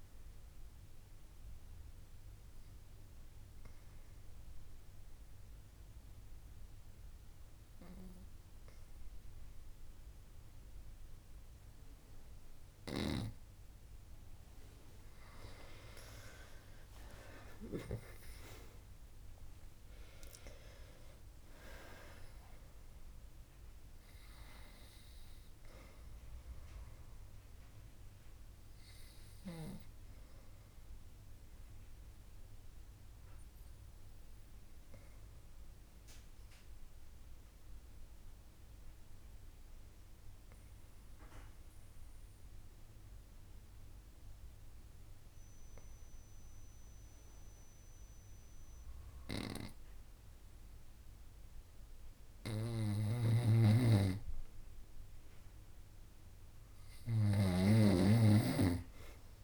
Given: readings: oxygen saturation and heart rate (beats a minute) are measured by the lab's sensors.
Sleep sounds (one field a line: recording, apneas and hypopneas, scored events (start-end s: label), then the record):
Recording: breathing in sleep by a room microphone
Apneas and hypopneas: 2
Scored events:
0.50-14.50 s: obstructive apnea (oxygen 98% before, 95% lowest, heart rate 66 before, 61 extreme, up 23 after)
16.00-20.00 s: arousal
34.50-53.00 s: obstructive apnea (oxygen 98% before, 93% lowest, heart rate 72 before, 62 extreme, up 2 after)
57.00-59.44 s: arousal
From the record:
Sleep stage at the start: N2 (light sleep)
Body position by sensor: on the back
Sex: female